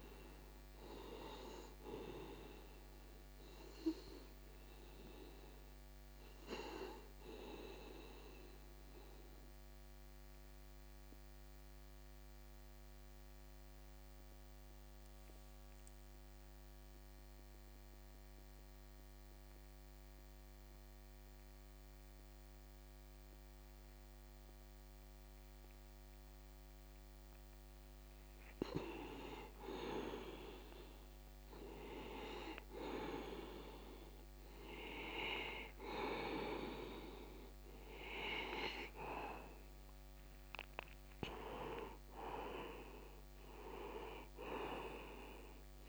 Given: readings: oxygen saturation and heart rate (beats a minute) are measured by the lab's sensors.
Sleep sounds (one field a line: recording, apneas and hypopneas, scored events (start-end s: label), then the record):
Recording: breathing in sleep by a microphone on the trachea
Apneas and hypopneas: 1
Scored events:
0.00-14.50 s: oxygen desaturation (device-marked, oxygen 84% lowest)
9.00-29.00 s: mixed apnea (oxygen 94% before, 85% lowest, heart rate 34 before, 35 extreme)
30.00-35.00 s: arousal
42.50-45.89 s: oxygen desaturation (device-marked, oxygen 97% before, 89% lowest)
From the record:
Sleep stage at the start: N2 (light sleep)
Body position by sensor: on the back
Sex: male